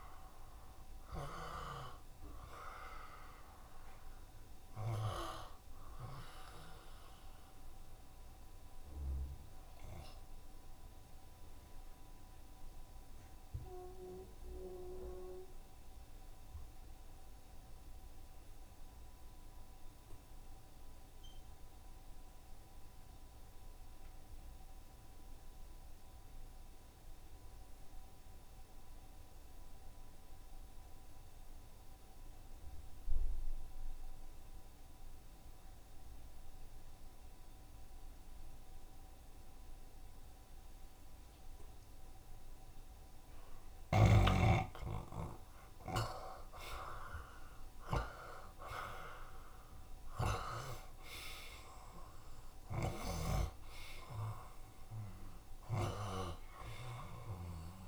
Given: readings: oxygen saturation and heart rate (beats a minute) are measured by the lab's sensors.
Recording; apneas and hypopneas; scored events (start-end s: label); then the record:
breathing in sleep by a room microphone; 1
0.00-2.50 s: tachycardia (device-marked, heart rate 119 extreme)
0.00-22.50 s: oxygen desaturation (device-marked, oxygen 71% lowest, heart rate 66 extreme)
1.00-3.00 s: long interval between heartbeats (device-marked, heart rate 78 before, 115 extreme)
3.00-5.00 s: long interval between heartbeats (device-marked, heart rate 82 before, 107 extreme)
9.50-43.00 s: obstructive apnea (oxygen 88% before, 71% lowest, heart rate 90 before, 68 extreme, up 3 after)
24.50-26.50 s: long interval between heartbeats (device-marked, heart rate 76 before, 89 extreme)
32.50-34.50 s: long interval between heartbeats (device-marked, heart rate 75 before, 79 extreme)
32.50-57.88 s: oxygen desaturation (device-marked, oxygen 92% before, 71% lowest, heart rate 75 before, 68 extreme)
44.50-49.00 s: arousal
From the record:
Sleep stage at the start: N2 (light sleep); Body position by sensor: on the back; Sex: male